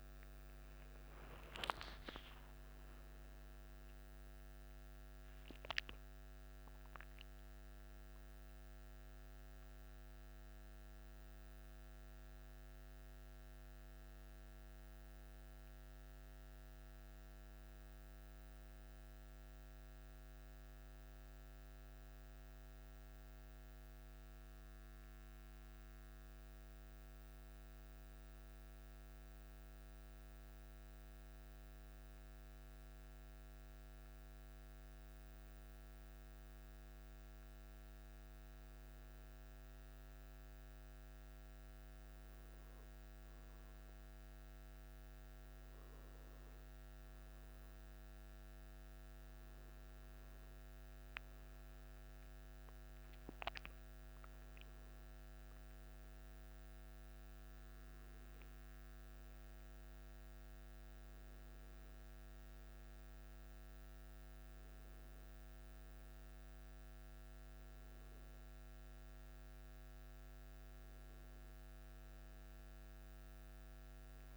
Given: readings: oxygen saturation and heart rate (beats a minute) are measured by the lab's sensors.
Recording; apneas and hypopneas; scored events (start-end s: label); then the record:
breathing in sleep, hard to hear, by a microphone on the trachea; none
2.50-7.00 s: arousal
From the record:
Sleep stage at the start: N1 (lightest sleep); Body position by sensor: on the back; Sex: male